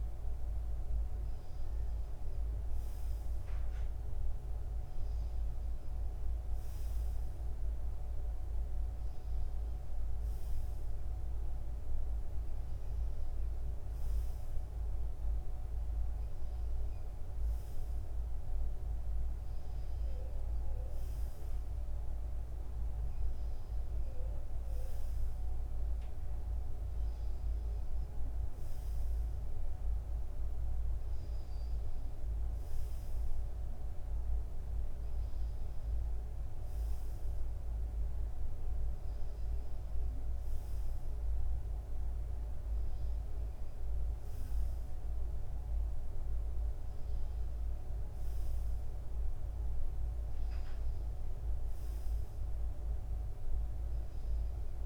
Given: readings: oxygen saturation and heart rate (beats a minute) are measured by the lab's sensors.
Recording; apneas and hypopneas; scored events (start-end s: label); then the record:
breathing in sleep, hard to hear, by a room microphone; none
none scored
From the record:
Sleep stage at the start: N2 (light sleep); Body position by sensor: on the front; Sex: male